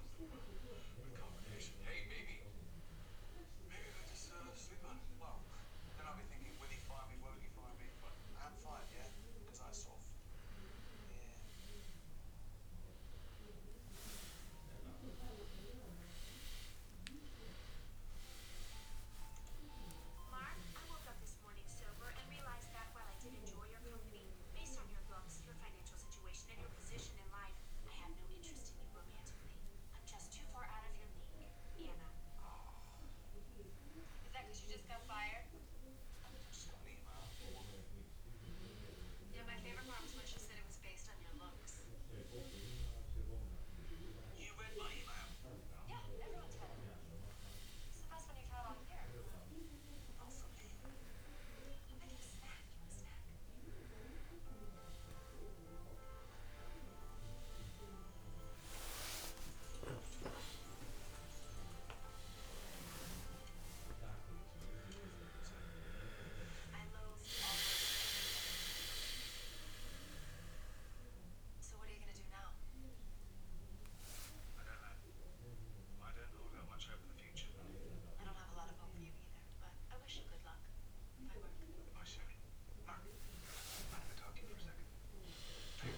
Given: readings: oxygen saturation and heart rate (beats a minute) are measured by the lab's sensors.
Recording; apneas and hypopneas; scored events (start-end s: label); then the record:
a person partly awake in a sleep study, by a room microphone; none
14.50-18.00 s: arousal
44.50-85.98 s: new sleep stage, awake
From the record:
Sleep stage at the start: N2 (light sleep); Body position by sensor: on the back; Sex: male